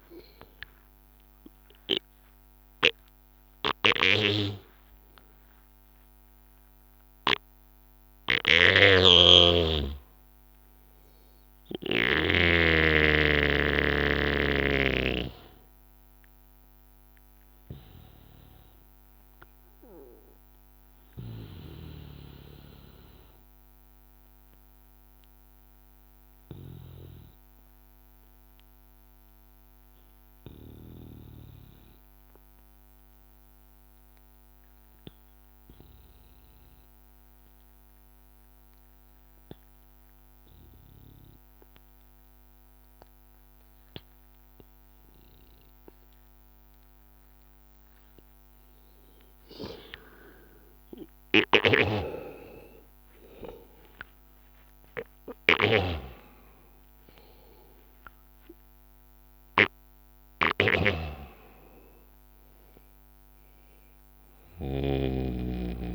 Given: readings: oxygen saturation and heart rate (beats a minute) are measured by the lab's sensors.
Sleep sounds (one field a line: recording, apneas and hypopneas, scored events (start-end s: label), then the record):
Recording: breathing in sleep by a microphone on the trachea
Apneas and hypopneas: 1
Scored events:
9.00-13.00 s: snoring (device-marked)
22.50-48.50 s: obstructive apnea (oxygen 98% before, 93% lowest, heart rate 76 before, 80 extreme, up 5 after)
38.00-65.95 s: oxygen desaturation (device-marked, oxygen 99% before, 93% lowest, heart rate 77 before, 81 extreme)
50.50-55.00 s: arousal
60.50-62.50 s: long interval between heartbeats (device-marked, heart rate 84 before, 88 extreme)
From the record:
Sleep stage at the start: N2 (light sleep)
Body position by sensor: on the back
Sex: male